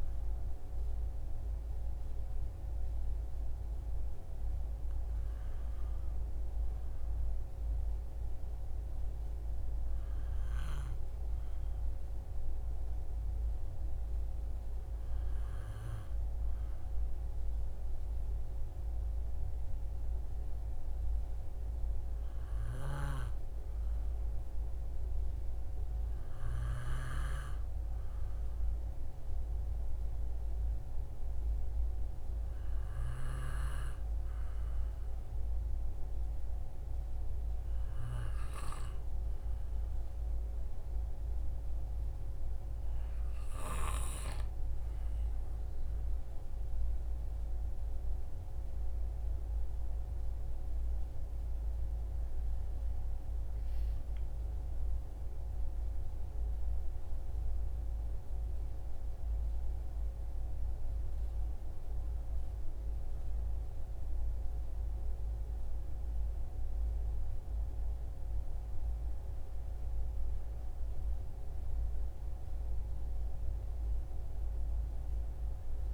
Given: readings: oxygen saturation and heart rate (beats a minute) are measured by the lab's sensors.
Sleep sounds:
breathing in sleep, hard to hear, by a room microphone; none
none scored
From the record:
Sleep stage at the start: N2 (light sleep); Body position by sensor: on the back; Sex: male

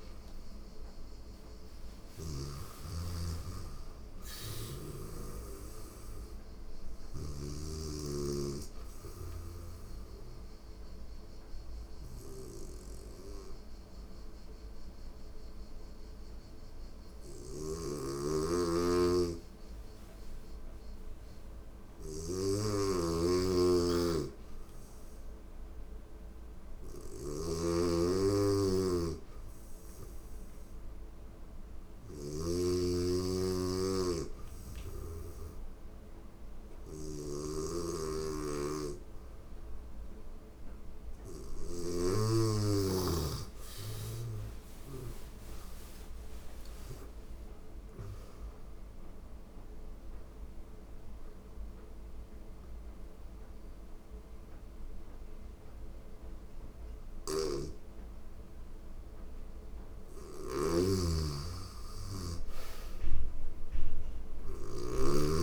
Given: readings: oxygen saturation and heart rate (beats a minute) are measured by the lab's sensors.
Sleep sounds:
breathing in sleep by a room microphone; 2
0.00-2.00 s: snoring (device-marked)
0.00-5.00 s: oxygen desaturation (device-marked, oxygen 89% lowest, heart rate 85 extreme)
8.00-18.50 s: obstructive apnea (oxygen 97% before, 87% lowest, heart rate 86 before, 85 extreme, up 3 after)
16.50-32.00 s: snoring (device-marked)
20.50-24.00 s: arousal
36.00-43.00 s: oxygen desaturation (device-marked, oxygen 96% before, 91% lowest, heart rate 86 before, 84 extreme)
36.50-41.00 s: snoring (device-marked)
44.00-47.00 s: arousal
48.50-59.00 s: obstructive apnea (oxygen 96% before, 87% lowest, heart rate 86 before, 84 extreme)
56.50-65.43 s: snoring (device-marked)
60.50-64.00 s: arousal
From the record:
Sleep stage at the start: N2 (light sleep); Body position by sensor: on the right side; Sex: female

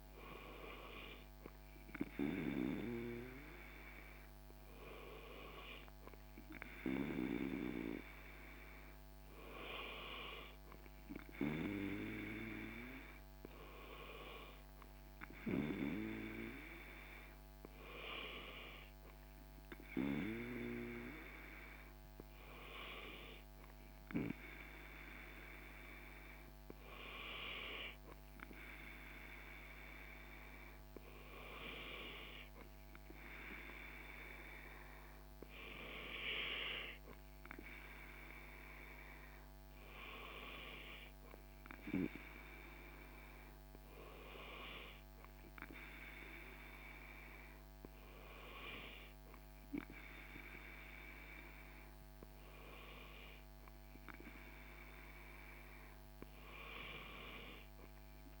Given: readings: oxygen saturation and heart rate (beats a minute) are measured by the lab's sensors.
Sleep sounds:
breathing in sleep by a microphone on the trachea; none
none scored
From the record:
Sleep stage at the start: N2 (light sleep); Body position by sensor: on the back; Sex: male

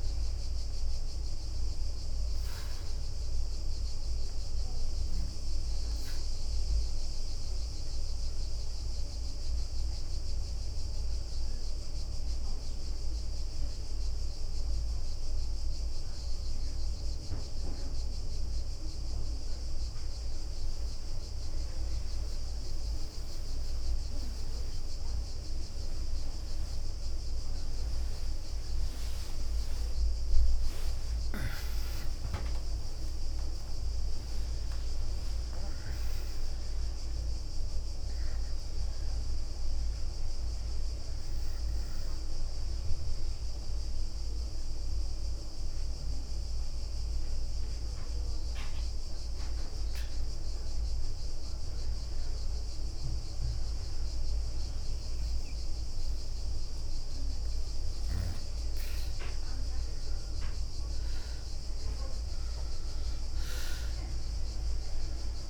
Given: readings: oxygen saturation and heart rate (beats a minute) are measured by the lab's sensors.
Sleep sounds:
breathing in sleep, hard to hear, by a room microphone; 2
0.00-3.00 s: leg movement (device-marked)
6.50-17.50 s: hypopnea (oxygen 96% before, 93% lowest, heart rate 68 before, 72 extreme, up 3 after)
24.00-65.50 s: new sleep stage, N1 (lightest sleep)
28.00-37.00 s: tachycardia (device-marked, heart rate 67 before, 153 extreme)
29.00-36.00 s: arousal
29.50-31.50 s: long interval between heartbeats (device-marked, heart rate 73 before, 88 extreme)
34.00-36.00 s: long interval between heartbeats (device-marked, heart rate 82 before, 148 extreme)
45.00-56.00 s: mixed apnea (oxygen 95% before, 92% lowest, heart rate 104 before, 63 extreme, up 7 after)
59.00-64.00 s: arousal
63.50-65.50 s: leg movement (device-marked)
From the record:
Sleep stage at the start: N2 (light sleep); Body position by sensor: on the back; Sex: female

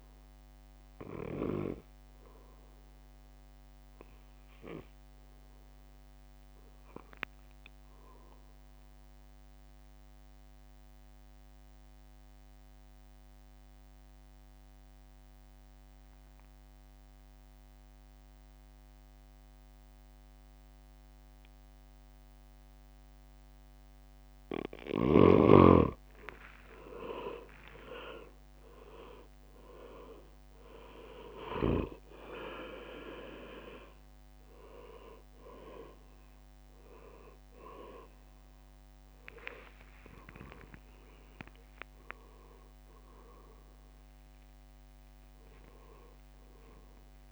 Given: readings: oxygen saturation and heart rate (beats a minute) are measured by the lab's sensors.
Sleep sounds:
a person awake in a sleep study, by a microphone on the trachea; 1
0.00-8.50 s: oxygen desaturation (device-marked, oxygen 92% lowest, heart rate 62 extreme)
7.00-25.00 s: obstructive apnea (oxygen 98% before, 89% lowest, heart rate 69 before, 62 extreme, up 12 after)
23.50-47.32 s: new sleep stage, awake
28.50-47.32 s: oxygen desaturation (device-marked, oxygen 98% before, 89% lowest, heart rate 65 before, 60 extreme)
29.50-47.32 s: drop in pulse transit time (device-marked, heart rate 65 before, 70 extreme)
From the record:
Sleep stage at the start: N2 (light sleep); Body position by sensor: on the back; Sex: male

